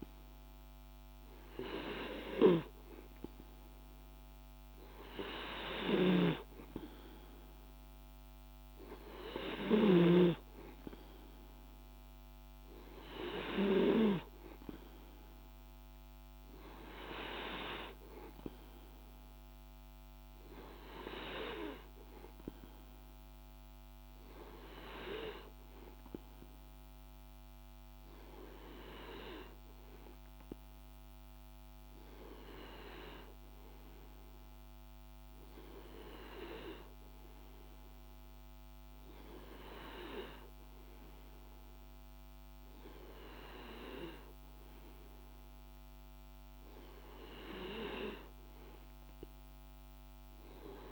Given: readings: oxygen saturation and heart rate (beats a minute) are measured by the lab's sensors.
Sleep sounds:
breathing in sleep by a microphone on the trachea; none
none scored
From the record:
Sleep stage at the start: N2 (light sleep); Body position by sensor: on the back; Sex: male

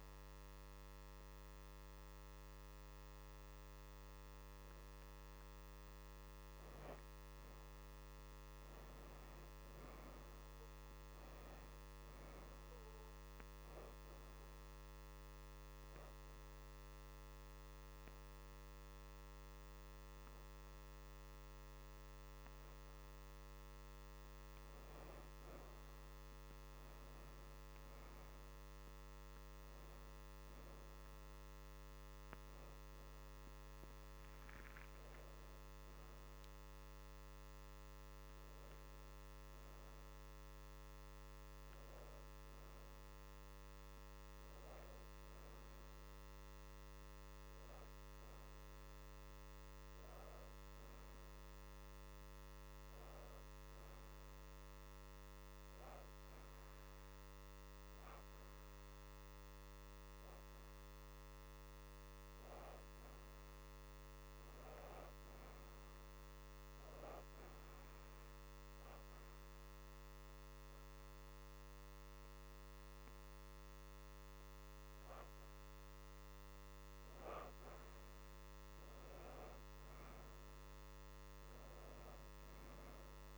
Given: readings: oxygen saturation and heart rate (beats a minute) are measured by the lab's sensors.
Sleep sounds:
breathing in sleep, hard to hear, by a microphone on the trachea; 2
1.50-11.50 s: oxygen desaturation (device-marked, oxygen 85% before, 78% lowest, heart rate 85 before, 78 extreme)
9.00-13.00 s: arousal
14.50-25.50 s: hypopnea (oxygen 86% before, 73% lowest, heart rate 85 before, 78 extreme, up 7 after)
15.50-29.50 s: oxygen desaturation (device-marked, oxygen 84% before, 75% lowest, heart rate 85 before, 78 extreme)
29.00-33.50 s: arousal
31.50-50.50 s: oxygen desaturation (device-marked, oxygen 88% before, 73% lowest, heart rate 83 before, 79 extreme)
62.50-66.50 s: arousal
65.50-83.38 s: new sleep stage, N2 (light sleep)
68.00-78.00 s: hypopnea (oxygen 85% before, 67% lowest, heart rate 81 before, 83 extreme, up 3 after)
69.50-83.38 s: oxygen desaturation (device-marked, oxygen 84% before, 75% lowest, heart rate 82 before, 83 extreme)
81.00-83.38 s: arousal
From the record:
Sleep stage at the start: N1 (lightest sleep); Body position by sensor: on the back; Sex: female

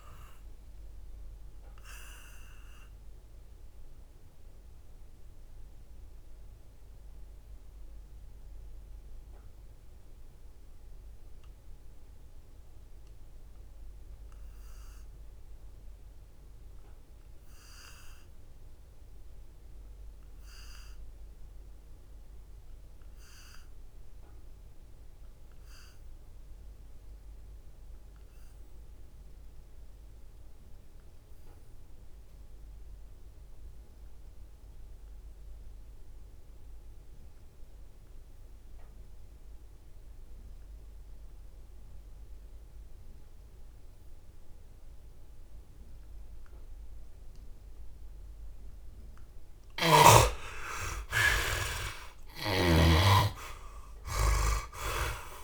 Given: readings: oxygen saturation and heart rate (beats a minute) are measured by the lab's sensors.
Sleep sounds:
breathing in sleep by a room microphone; 1
0.00-16.00 s: oxygen desaturation (device-marked, oxygen 54% lowest, heart rate 63 extreme)
1.00-48.00 s: mixed apnea (oxygen 77% before, 53% lowest, heart rate 80 before, 63 extreme, up 18 after)
32.00-55.44 s: oxygen desaturation (device-marked, oxygen 90% before, 53% lowest, heart rate 68 before, 62 extreme)
49.00-55.44 s: snoring (device-marked)
50.50-54.50 s: arousal
From the record:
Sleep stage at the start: N2 (light sleep); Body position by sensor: on the back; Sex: male

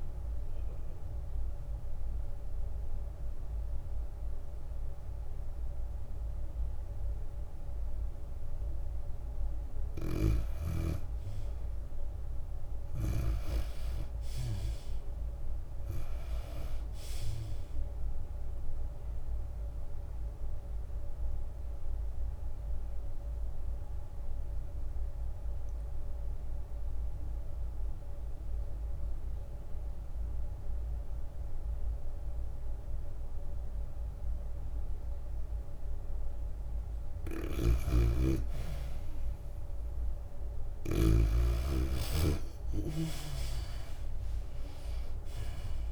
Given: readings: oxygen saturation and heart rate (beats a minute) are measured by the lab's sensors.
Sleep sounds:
breathing in sleep by a room microphone; 2
0.00-5.50 s: drop in pulse transit time (device-marked, heart rate 79 extreme)
0.00-14.50 s: oxygen desaturation (device-marked, oxygen 75% lowest, heart rate 71 extreme)
0.50-11.00 s: obstructive apnea (oxygen 96% before, 75% lowest, heart rate 88 before, 87 extreme, up 2 after)
13.00-17.00 s: arousal
20.50-38.50 s: obstructive apnea (oxygen 97% before, 76% lowest, heart rate 96 before, 82 extreme, up 10 after)
23.50-35.50 s: oxygen desaturation (device-marked, oxygen 97% before, 86% lowest, heart rate 96 before, 82 extreme)
37.50-45.92 s: oxygen desaturation (device-marked, oxygen 94% before, 79% lowest, heart rate 94 before, 87 extreme)
38.50-42.50 s: snoring (device-marked)
42.00-45.92 s: arousal
44.50-45.92 s: drop in pulse transit time (device-marked, heart rate 89 before, 89 extreme)
From the record:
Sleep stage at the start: N2 (light sleep); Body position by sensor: on the back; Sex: female

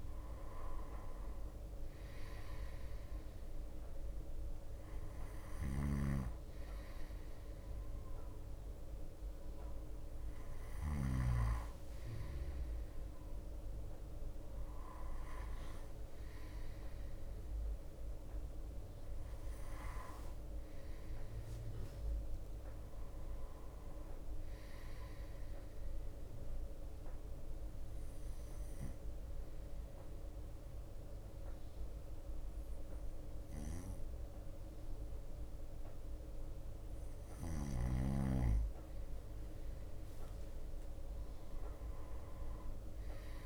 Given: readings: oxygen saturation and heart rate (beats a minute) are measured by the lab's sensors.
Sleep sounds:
breathing in sleep by a room microphone; 1
0.00-41.00 s: bradycardia (device-marked, heart rate 54 extreme)
5.50-11.50 s: snoring (device-marked)
19.50-23.00 s: arousal
27.00-38.00 s: obstructive apnea (oxygen 95% before, 93% lowest, heart rate 58 before, 54 extreme, up 6 after)
From the record:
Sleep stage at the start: N2 (light sleep); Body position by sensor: on the right side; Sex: male

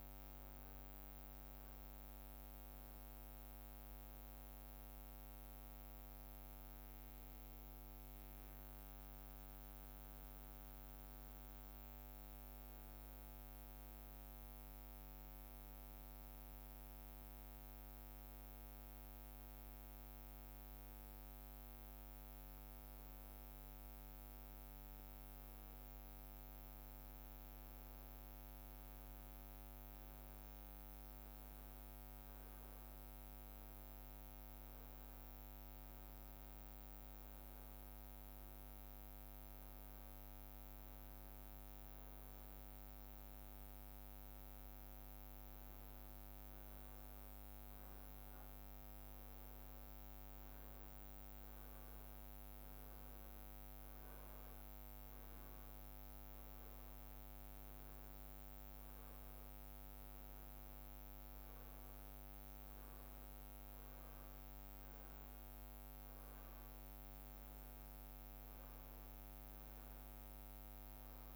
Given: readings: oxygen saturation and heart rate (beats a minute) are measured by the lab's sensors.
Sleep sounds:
breathing in sleep, hard to hear, by a microphone on the trachea; none
none scored
From the record:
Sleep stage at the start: N2 (light sleep); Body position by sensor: on the back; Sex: male

